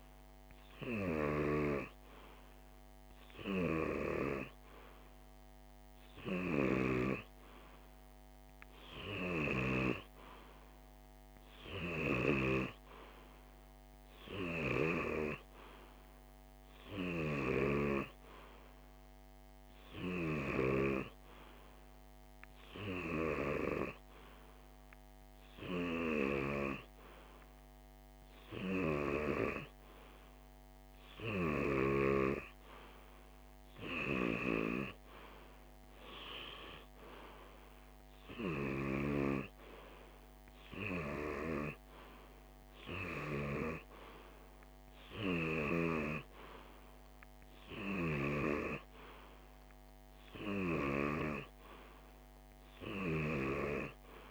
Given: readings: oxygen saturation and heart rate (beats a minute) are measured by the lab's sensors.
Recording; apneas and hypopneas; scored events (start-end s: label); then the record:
breathing in sleep by a microphone on the trachea; none
none scored
From the record:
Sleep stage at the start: N2 (light sleep); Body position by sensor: on the left side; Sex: male